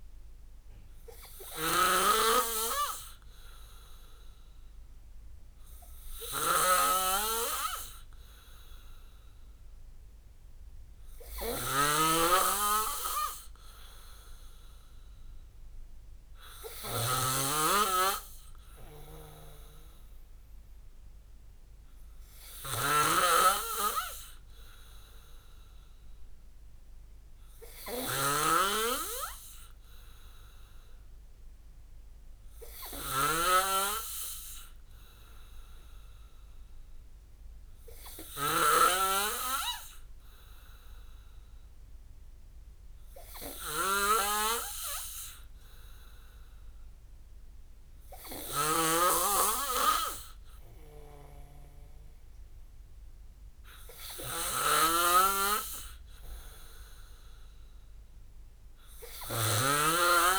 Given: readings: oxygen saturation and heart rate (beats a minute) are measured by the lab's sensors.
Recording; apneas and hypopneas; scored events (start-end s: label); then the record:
breathing in sleep by a room microphone; 1
0.00-60.38 s: snoring (device-marked)
5.50-11.50 s: oxygen desaturation (device-marked, oxygen 96% before, 94% lowest)
31.50-47.50 s: hypopnea (oxygen 96% before, 92% lowest)
50.00-54.00 s: arousal
From the record:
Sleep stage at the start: N2 (light sleep); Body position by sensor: on the back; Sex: male